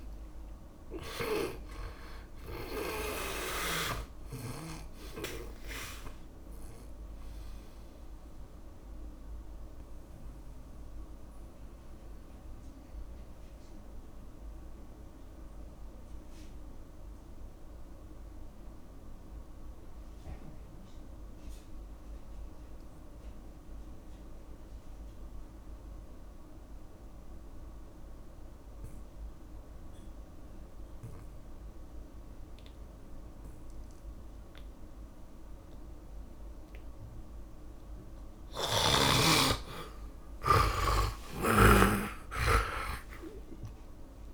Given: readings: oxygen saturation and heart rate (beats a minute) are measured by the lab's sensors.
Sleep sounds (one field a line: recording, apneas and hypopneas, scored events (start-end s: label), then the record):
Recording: breathing in sleep by a room microphone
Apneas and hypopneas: 1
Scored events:
0.00-2.00 s: snoring (device-marked)
0.00-28.00 s: oxygen desaturation (device-marked, oxygen 81% lowest, heart rate 53 extreme)
6.00-39.00 s: mixed apnea (oxygen 100% before, 79% lowest, heart rate 61 before, 53 extreme, up 15 after)
38.00-44.34 s: oxygen desaturation (device-marked, oxygen 100% before, 79% lowest, heart rate 59 before, 52 extreme)
41.00-44.34 s: arousal
From the record:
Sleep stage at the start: N2 (light sleep)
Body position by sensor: on the back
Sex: male